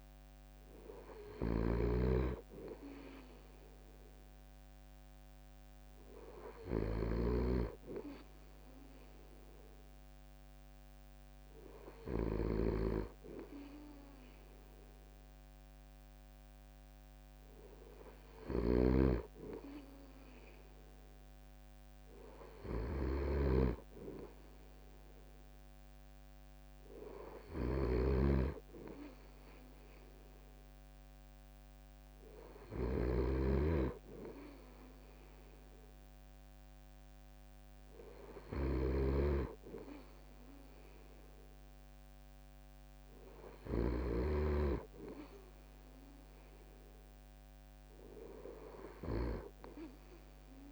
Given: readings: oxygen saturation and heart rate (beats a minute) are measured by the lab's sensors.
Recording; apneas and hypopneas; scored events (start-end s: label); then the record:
breathing in sleep by a microphone on the trachea; none
0.00-12.00 s: snoring (device-marked)
18.00-49.00 s: snoring (device-marked)
From the record:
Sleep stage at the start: N2 (light sleep); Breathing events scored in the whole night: 77 in 4.9 hours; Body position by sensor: on the right side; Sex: male